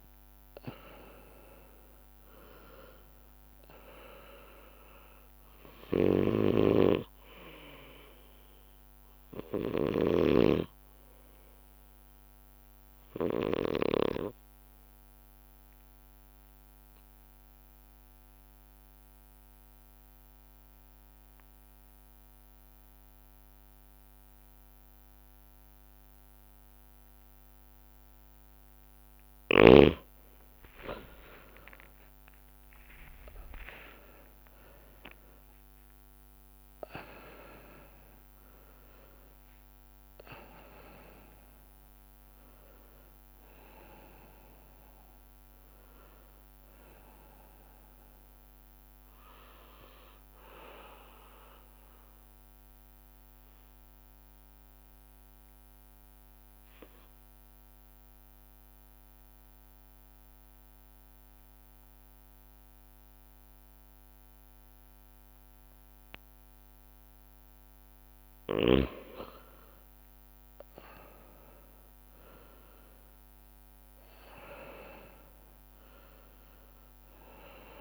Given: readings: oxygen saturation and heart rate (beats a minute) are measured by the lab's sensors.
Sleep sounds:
breathing in sleep by a microphone on the trachea; 2
0.00-1.00 s: arousal
5.50-14.00 s: snoring (device-marked)
7.50-15.50 s: bradycardia (device-marked)
13.50-29.50 s: obstructive apnea (oxygen 99% before, 91% lowest)
29.50-33.50 s: bradycardia (device-marked)
31.00-36.00 s: arousal
33.50-57.50 s: oxygen desaturation (device-marked, oxygen 98% before, 91% lowest)
51.50-68.00 s: obstructive apnea (oxygen 98% before, 92% lowest)
69.50-74.00 s: arousal
73.50-77.81 s: oxygen desaturation (device-marked, oxygen 99% before, 94% lowest)
From the record:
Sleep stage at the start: N2 (light sleep); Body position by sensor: on the back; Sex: male

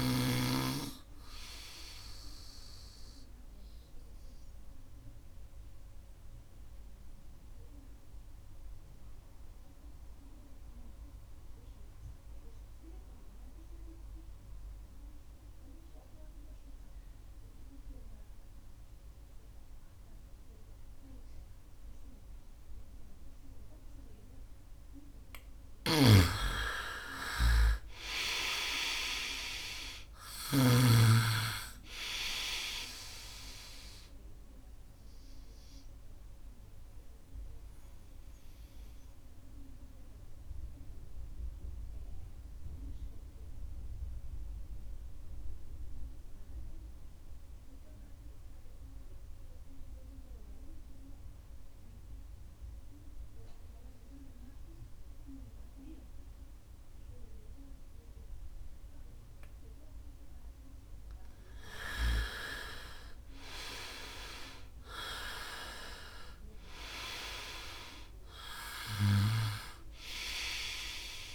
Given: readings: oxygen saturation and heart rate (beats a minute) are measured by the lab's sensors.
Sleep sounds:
breathing in sleep by a room microphone; 2
0.00-17.50 s: oxygen desaturation (device-marked, oxygen 86% lowest, heart rate 66 extreme)
3.50-24.50 s: obstructive apnea (oxygen 99% before, 85% lowest, heart rate 70 before, 63 extreme, up 2 after)
25.50-30.50 s: snoring (device-marked)
25.50-51.50 s: oxygen desaturation (device-marked, oxygen 99% before, 87% lowest, heart rate 70 before, 63 extreme)
26.50-30.50 s: arousal
34.50-60.00 s: obstructive apnea (oxygen 99% before, 85% lowest, heart rate 71 before, 63 extreme, up 4 after)
61.50-65.50 s: arousal
63.50-71.35 s: oxygen desaturation (device-marked, oxygen 98% before, 85% lowest, heart rate 67 before, 65 extreme)
From the record:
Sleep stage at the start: N2 (light sleep); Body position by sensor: on the right side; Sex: male

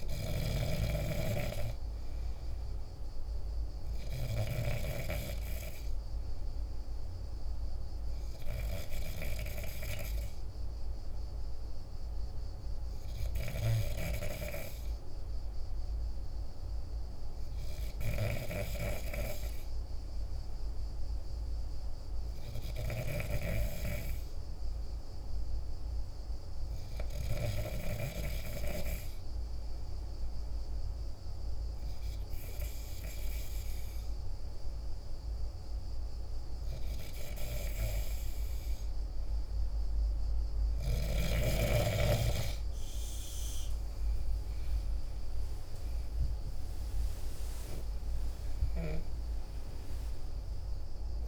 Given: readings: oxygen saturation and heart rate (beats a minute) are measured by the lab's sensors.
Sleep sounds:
breathing in sleep by a room microphone; none
0.00-18.50 s: oxygen desaturation (device-marked, oxygen 92% lowest, heart rate 50 extreme)
45.50-49.50 s: arousal
From the record:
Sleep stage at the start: N2 (light sleep); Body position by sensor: on the back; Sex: male

